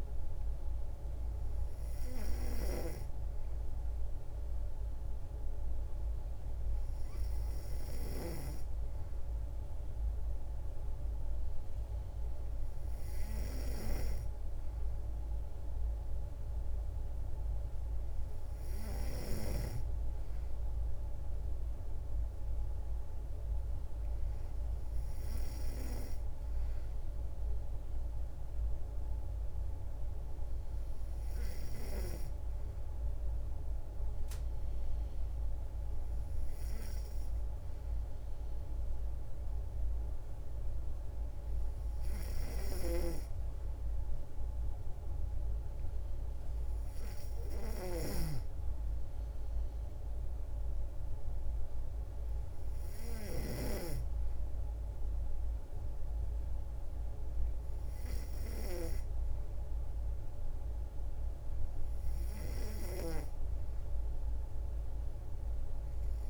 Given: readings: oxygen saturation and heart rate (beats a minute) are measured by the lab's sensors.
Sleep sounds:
breathing in sleep by a room microphone; none
0.00-2.50 s: oxygen desaturation (device-marked, oxygen 91% lowest, heart rate 57 extreme)
42.50-48.00 s: snoring (device-marked)
From the record:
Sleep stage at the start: N3 (deep sleep); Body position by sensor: on the back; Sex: female

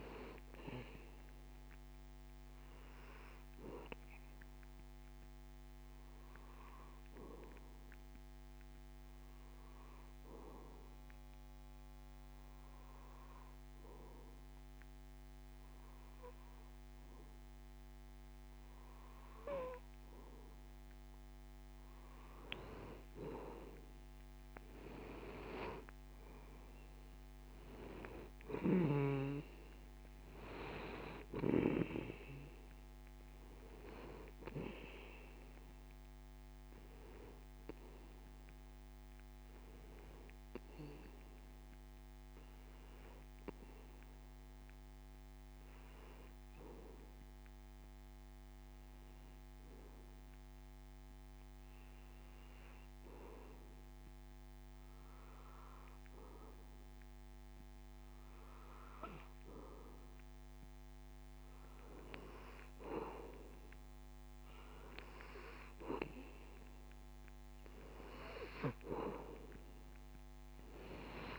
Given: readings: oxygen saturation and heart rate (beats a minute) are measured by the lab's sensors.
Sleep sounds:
breathing in sleep by a microphone on the trachea; 2
0.00-13.00 s: oxygen desaturation (device-marked, oxygen 92% lowest)
6.00-22.00 s: obstructive apnea (oxygen 96% before, 92% lowest)
24.50-28.50 s: arousal
41.00-62.00 s: hypopnea (oxygen 95% before, 92% lowest)
64.00-68.50 s: arousal
68.00-71.39 s: oxygen desaturation (device-marked, oxygen 96% before, 92% lowest)
From the record:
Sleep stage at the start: N2 (light sleep); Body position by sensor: on the back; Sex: male

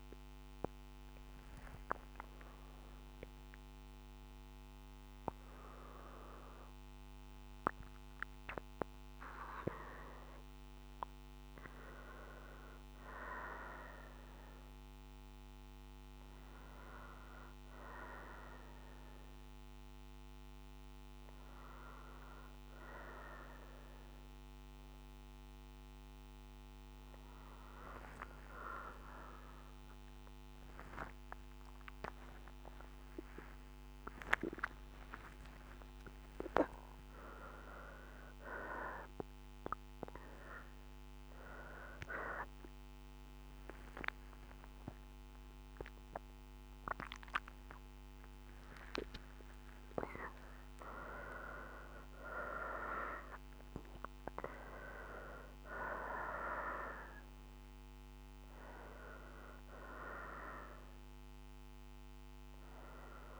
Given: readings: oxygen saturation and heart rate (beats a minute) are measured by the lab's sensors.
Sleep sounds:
a person awake in a sleep study, by a microphone on the trachea; none
11.50-63.40 s: new sleep stage, awake
46.50-54.50 s: oxygen desaturation (device-marked, oxygen 94% before, 91% lowest, heart rate 119 before, 63 extreme)
59.50-63.40 s: oxygen desaturation (device-marked, oxygen 94% before, 88% lowest, heart rate 131 before, 63 extreme)
From the record:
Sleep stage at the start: N2 (light sleep); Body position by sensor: on the right side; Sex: female

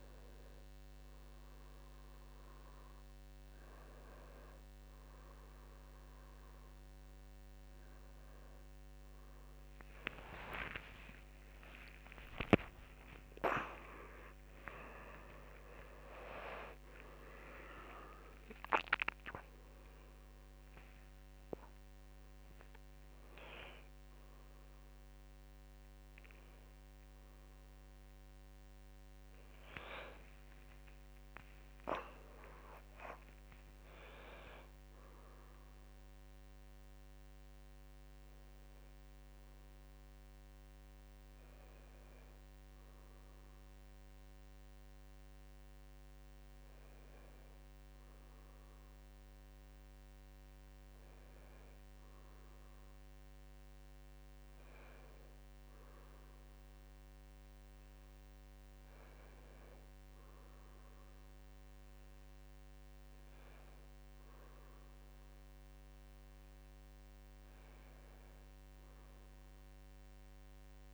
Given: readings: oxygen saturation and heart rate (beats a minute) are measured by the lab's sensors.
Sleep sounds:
breathing in sleep by a microphone on the trachea; none
0.00-4.50 s: oxygen desaturation (device-marked, oxygen 94% lowest, heart rate 65 extreme)
9.00-13.50 s: arousal
12.50-14.50 s: tachycardia (device-marked, heart rate 63 before, 99 extreme)
13.50-36.50 s: drop in pulse transit time (device-marked, heart rate 69 before, 59 extreme)
52.50-62.50 s: drop in pulse transit time (device-marked, heart rate 59 before, 57 extreme)
From the record:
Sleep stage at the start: N2 (light sleep); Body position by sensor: on the back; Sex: male

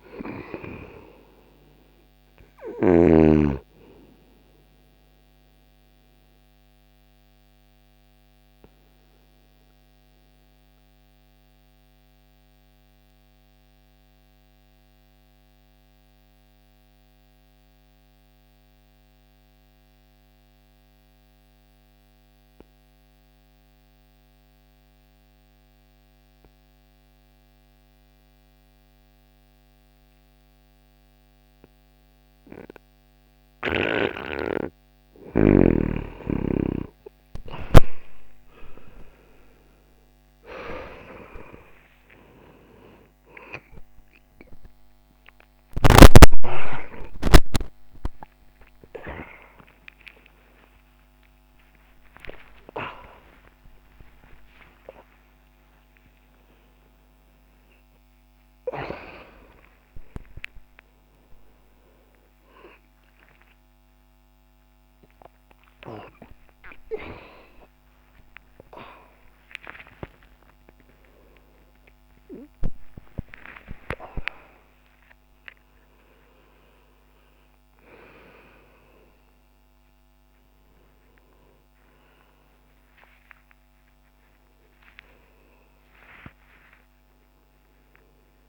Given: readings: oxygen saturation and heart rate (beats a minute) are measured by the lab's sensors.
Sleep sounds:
a person awake in a sleep study, by a microphone on the trachea; 1
0.00-26.50 s: oxygen desaturation (device-marked, oxygen 83% lowest)
4.50-34.00 s: obstructive apnea (oxygen 99% before, 83% lowest)
31.50-88.49 s: new sleep stage, awake
38.50-50.50 s: oxygen desaturation (device-marked, oxygen 97% before, 90% lowest)
From the record:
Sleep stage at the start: N2 (light sleep); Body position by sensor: on the back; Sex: male

